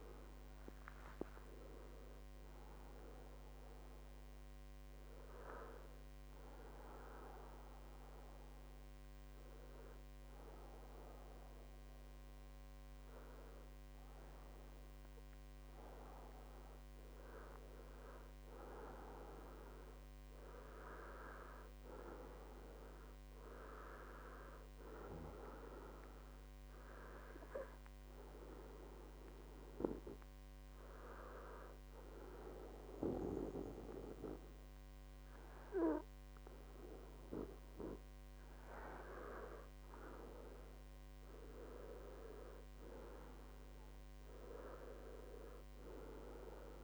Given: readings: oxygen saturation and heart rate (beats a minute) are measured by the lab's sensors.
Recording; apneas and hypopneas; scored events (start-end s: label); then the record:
breathing in sleep by a microphone on the trachea; 2
4.00-16.50 s: hypopnea (oxygen 98% before, 95% lowest, heart rate 70 before, 62 extreme, up 12 after)
18.50-22.50 s: arousal
27.00-38.50 s: hypopnea (oxygen 98% before, 94% lowest, heart rate 69 before, 62 extreme, up 8 after)
40.50-45.00 s: arousal
From the record:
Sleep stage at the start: N2 (light sleep); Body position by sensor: on the back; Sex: male